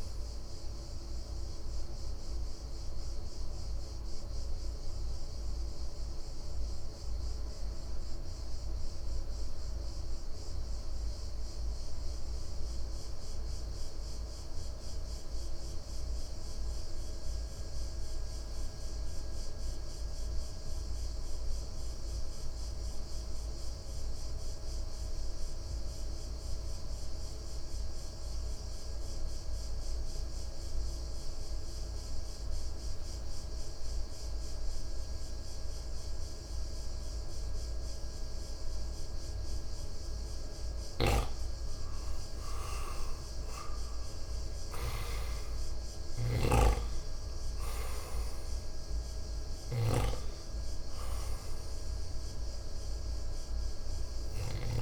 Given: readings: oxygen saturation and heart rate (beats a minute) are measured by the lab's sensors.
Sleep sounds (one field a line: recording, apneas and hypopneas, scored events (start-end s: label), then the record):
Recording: breathing in sleep by a room microphone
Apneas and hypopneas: 1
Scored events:
0.00-13.50 s: oxygen desaturation (device-marked, oxygen 88% lowest, heart rate 56 extreme)
2.50-40.50 s: mixed apnea (oxygen 97% before, 84% lowest, heart rate 63 before, 55 extreme, up 7 after)
28.50-54.82 s: oxygen desaturation (device-marked, oxygen 99% before, 84% lowest, heart rate 57 before, 54 extreme)
42.50-46.00 s: arousal
From the record:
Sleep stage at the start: N2 (light sleep)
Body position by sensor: on the right side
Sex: male